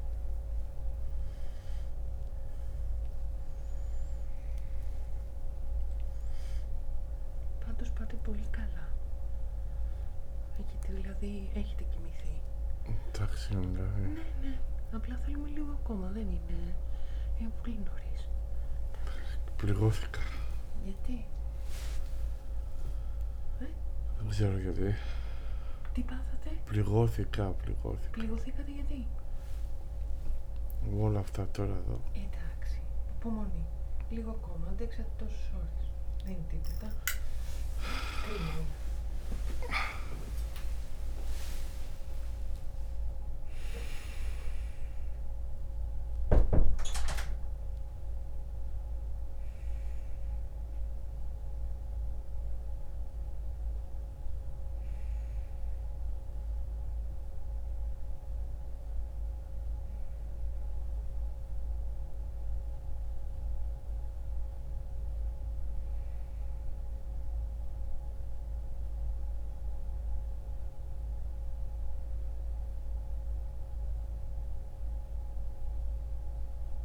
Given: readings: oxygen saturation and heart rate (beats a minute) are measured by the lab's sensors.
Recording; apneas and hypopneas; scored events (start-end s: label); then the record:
a person awake in a sleep study, by a room microphone; none
15.00-45.00 s: oxygen desaturation (device-marked, oxygen 98% before, 92% lowest, heart rate 68 before, 64 extreme)
58.00-76.85 s: new sleep stage, N1 (lightest sleep)
From the record:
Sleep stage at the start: awake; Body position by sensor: on the back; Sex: male